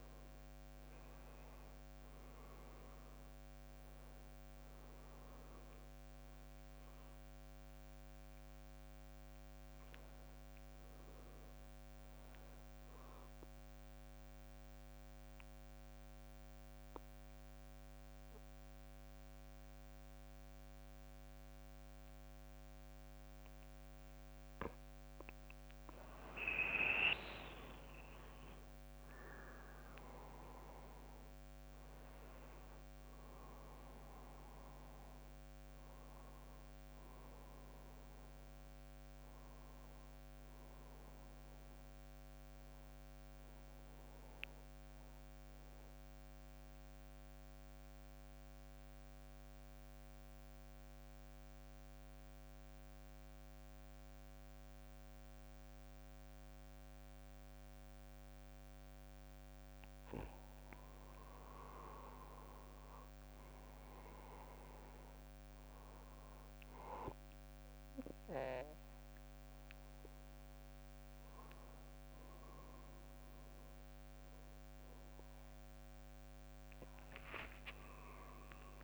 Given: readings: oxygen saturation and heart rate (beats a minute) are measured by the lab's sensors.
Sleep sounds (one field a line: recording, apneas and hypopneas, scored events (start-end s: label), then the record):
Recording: breathing in sleep by a microphone on the trachea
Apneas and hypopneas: 2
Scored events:
0.00-1.50 s: arousal
13.00-25.00 s: mixed apnea (oxygen 98% before, 91% lowest, heart rate 65 before, 58 extreme, up 9 after)
24.50-48.50 s: oxygen desaturation (device-marked, oxygen 97% before, 91% lowest, heart rate 64 before, 56 extreme)
27.50-31.50 s: arousal
46.00-59.00 s: central apnea (oxygen 97% before, 93% lowest, heart rate 67 before, 56 extreme, up 12 after)
61.00-64.50 s: arousal
67.50-78.84 s: oxygen desaturation (device-marked, oxygen 98% before, 94% lowest, heart rate 59 before, 54 extreme)
77.00-78.84 s: long interval between heartbeats (device-marked, heart rate 62 before, 69 extreme)
77.50-78.84 s: arousal
77.50-78.84 s: drop in pulse transit time (device-marked, heart rate 62 before, 62 extreme)
From the record:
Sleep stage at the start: N2 (light sleep)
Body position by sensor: on the back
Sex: male